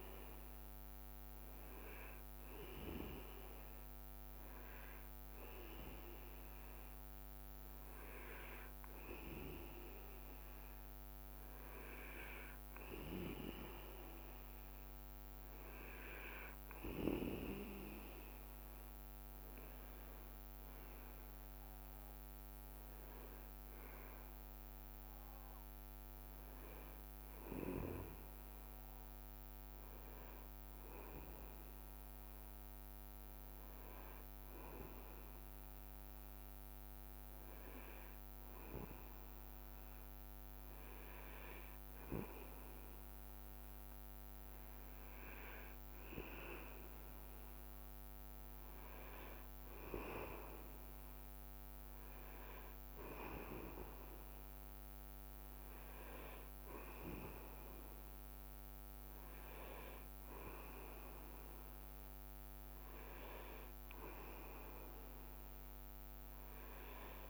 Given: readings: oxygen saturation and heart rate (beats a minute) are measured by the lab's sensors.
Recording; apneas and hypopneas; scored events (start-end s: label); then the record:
breathing in sleep by a microphone on the trachea; none
35.00-42.50 s: leg movement (device-marked)
From the record:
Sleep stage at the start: N2 (light sleep); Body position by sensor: on the back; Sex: male